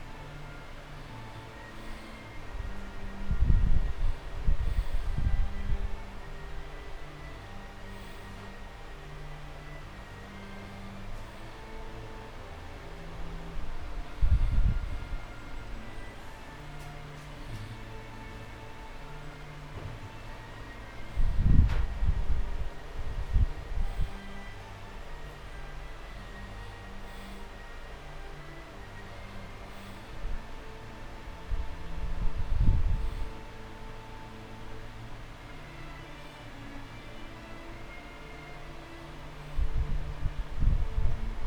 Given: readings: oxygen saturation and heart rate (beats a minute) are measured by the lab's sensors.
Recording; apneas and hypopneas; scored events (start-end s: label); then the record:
a person awake in a sleep study, hard to hear, by a room microphone; none
13.50-15.50 s: long interval between heartbeats (device-marked)
30.00-41.47 s: new sleep stage, N2 (light sleep)
39.00-41.00 s: long interval between heartbeats (device-marked)
From the record:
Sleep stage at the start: awake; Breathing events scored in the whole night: 234 in 4.1 hours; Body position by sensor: on the back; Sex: male